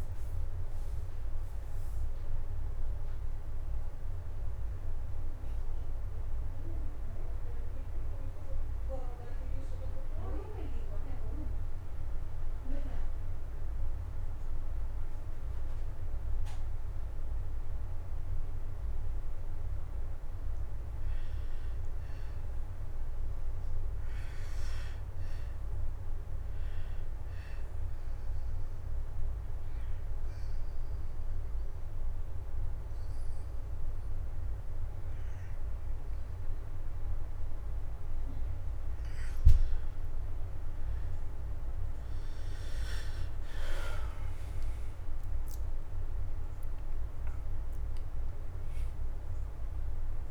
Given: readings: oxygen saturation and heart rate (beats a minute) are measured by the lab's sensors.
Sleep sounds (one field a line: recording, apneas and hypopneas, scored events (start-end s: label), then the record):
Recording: breathing in sleep, hard to hear, by a room microphone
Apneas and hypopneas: 2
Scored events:
1.50-4.50 s: arousal
6.00-18.50 s: hypopnea (oxygen 98% before, 88% lowest, heart rate 187 before, 59 extreme)
18.00-38.00 s: oxygen desaturation (device-marked, oxygen 97% before, 88% lowest, heart rate 173 before, 56 extreme)
21.00-24.50 s: arousal
29.00-39.00 s: obstructive apnea (oxygen 97% before, 88% lowest, heart rate 151 before, 56 extreme, up 54 after)
41.50-46.00 s: arousal
45.00-50.31 s: oxygen desaturation (device-marked, oxygen 96% before, 88% lowest)
From the record:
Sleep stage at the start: N2 (light sleep)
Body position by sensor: on the back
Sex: male